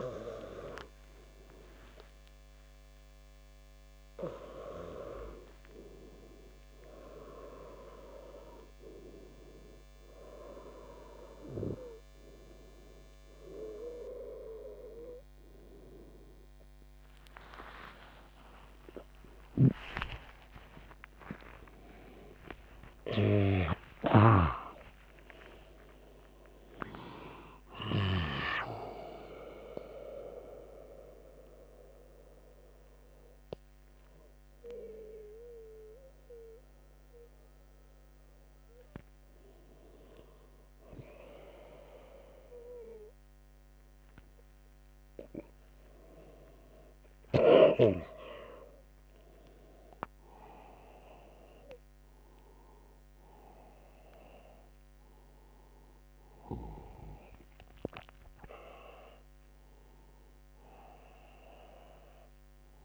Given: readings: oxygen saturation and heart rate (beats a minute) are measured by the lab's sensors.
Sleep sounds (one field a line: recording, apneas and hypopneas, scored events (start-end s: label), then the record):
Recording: a person awake in a sleep study, by a microphone on the trachea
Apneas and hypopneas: none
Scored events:
0.00-16.00 s: oxygen desaturation (device-marked, oxygen 86% lowest, heart rate 77 extreme)
11.00-13.00 s: tachycardia (device-marked, heart rate 84 before, 99 extreme)
16.00-28.00 s: tachycardia (device-marked, heart rate 84 before, 170 extreme)
From the record:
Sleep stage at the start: awake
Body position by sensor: on the back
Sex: male